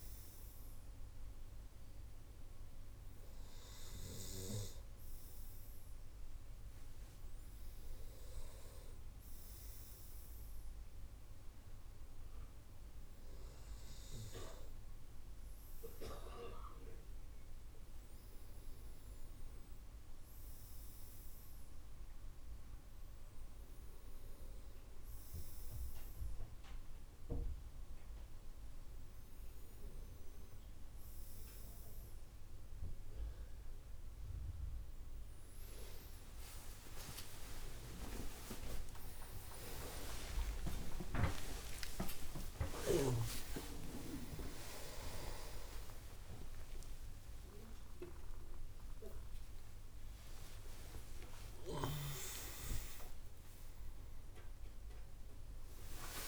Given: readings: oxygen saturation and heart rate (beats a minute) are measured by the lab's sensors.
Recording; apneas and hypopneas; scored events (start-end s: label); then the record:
a person awake in a sleep study, by a room microphone; none
none scored
From the record:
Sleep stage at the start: awake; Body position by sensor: on the front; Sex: male